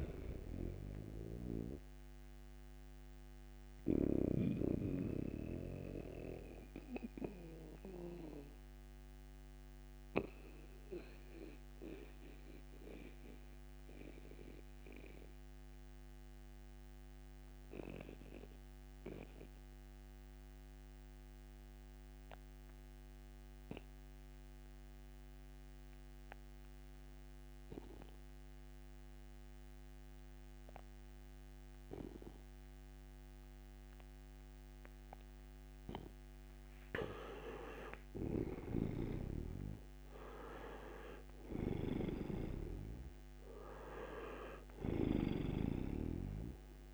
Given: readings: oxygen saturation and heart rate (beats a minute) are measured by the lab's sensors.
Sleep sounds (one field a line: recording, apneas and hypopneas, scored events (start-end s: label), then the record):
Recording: breathing in sleep by a microphone on the trachea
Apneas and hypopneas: 1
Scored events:
0.00-1.50 s: snoring (device-marked)
0.00-20.50 s: oxygen desaturation (device-marked, oxygen 87% lowest, heart rate 60 extreme)
2.50-35.50 s: mixed apnea (oxygen 99% before, 83% lowest, heart rate 71 before, 60 extreme, up 18 after)
37.50-41.00 s: arousal
38.00-46.94 s: snoring (device-marked)
38.50-46.94 s: oxygen desaturation (device-marked, oxygen 97% before, 83% lowest, heart rate 65 before, 61 extreme)
From the record:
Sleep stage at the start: N2 (light sleep)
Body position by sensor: on the right side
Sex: male